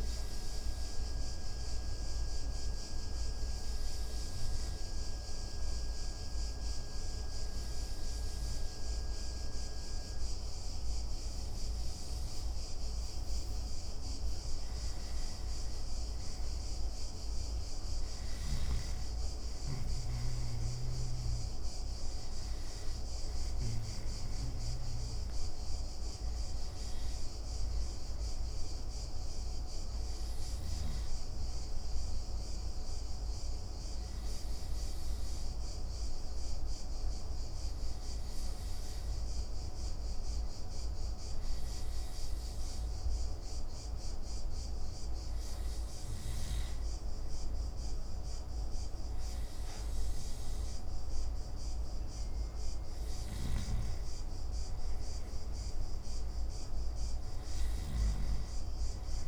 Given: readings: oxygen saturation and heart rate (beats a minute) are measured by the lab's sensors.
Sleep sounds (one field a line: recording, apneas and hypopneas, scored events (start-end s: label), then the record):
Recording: breathing in sleep, hard to hear, by a room microphone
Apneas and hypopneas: 2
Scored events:
2.00-13.50 s: obstructive apnea (oxygen 95% before, 92% lowest)
15.50-19.00 s: arousal
29.50-45.00 s: hypopnea (oxygen 94% before, 91% lowest)
48.00-52.50 s: arousal
53.00-58.00 s: snoring (device-marked)
From the record:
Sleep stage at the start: N2 (light sleep)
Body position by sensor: on the back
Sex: male